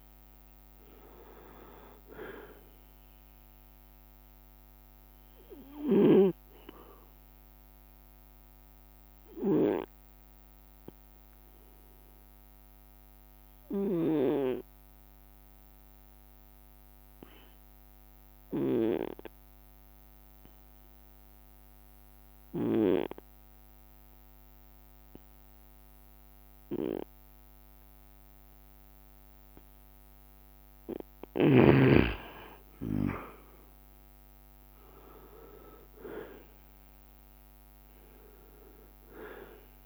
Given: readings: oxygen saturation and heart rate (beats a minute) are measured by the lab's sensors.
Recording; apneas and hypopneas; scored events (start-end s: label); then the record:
breathing in sleep by a microphone on the trachea; 1
0.00-6.00 s: drop in pulse transit time (device-marked, heart rate 66 extreme)
0.00-21.00 s: oxygen desaturation (device-marked, oxygen 92% lowest, heart rate 64 extreme)
7.50-31.00 s: obstructive apnea (oxygen 98% before, 92% lowest, heart rate 67 before, 64 extreme, up 6 after)
30.50-31.50 s: leg movement (device-marked)
32.00-39.86 s: drop in pulse transit time (device-marked, heart rate 66 before, 65 extreme)
32.50-36.50 s: arousal
35.50-36.50 s: leg movement (device-marked)
38.00-39.86 s: oxygen desaturation (device-marked, oxygen 97% before, 93% lowest, heart rate 67 before, 63 extreme)
From the record:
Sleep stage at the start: N2 (light sleep); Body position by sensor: on the right side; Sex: male